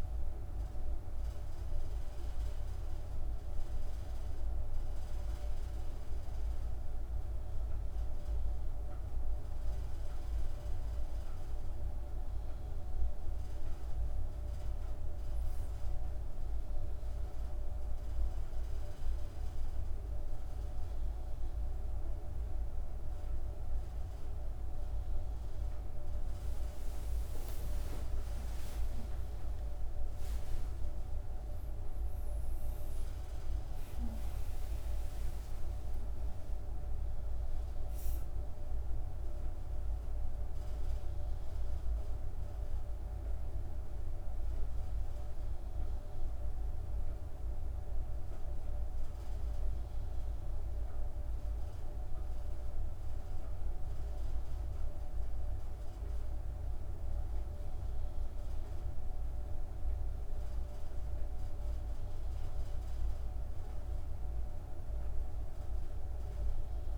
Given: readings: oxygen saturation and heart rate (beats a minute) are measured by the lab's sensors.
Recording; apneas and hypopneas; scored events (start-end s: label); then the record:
breathing in sleep, hard to hear, by a room microphone; 1
30.00-35.00 s: arousal
44.50-57.00 s: mixed apnea (oxygen 97% before, 96% lowest, heart rate 61 before, 49 extreme, up 5 after)
59.50-64.50 s: arousal
From the record:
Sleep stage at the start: N2 (light sleep); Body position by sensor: on the back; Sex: female